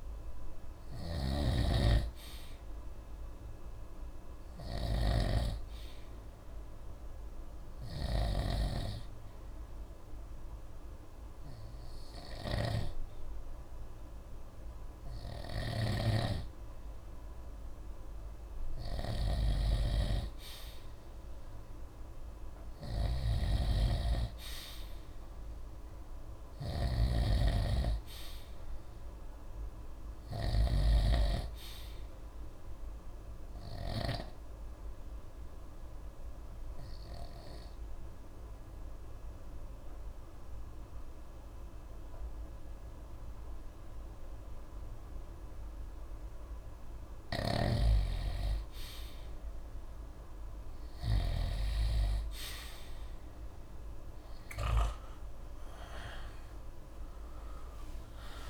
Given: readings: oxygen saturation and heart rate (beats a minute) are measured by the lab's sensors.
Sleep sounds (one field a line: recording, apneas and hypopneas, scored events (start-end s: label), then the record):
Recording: breathing in sleep by a room microphone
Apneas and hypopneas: 2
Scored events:
0.00-13.00 s: snoring (device-marked)
7.50-19.00 s: hypopnea (oxygen 95% before, 90% lowest)
15.00-34.00 s: snoring (device-marked)
21.00-24.50 s: arousal
33.50-47.50 s: obstructive apnea (oxygen 94% before, 90% lowest)
47.00-55.00 s: snoring (device-marked)
53.50-58.50 s: oxygen desaturation (device-marked, oxygen 94% before, 90% lowest)
54.50-58.50 s: arousal
From the record:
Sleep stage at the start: N2 (light sleep)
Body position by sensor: on the right side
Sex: male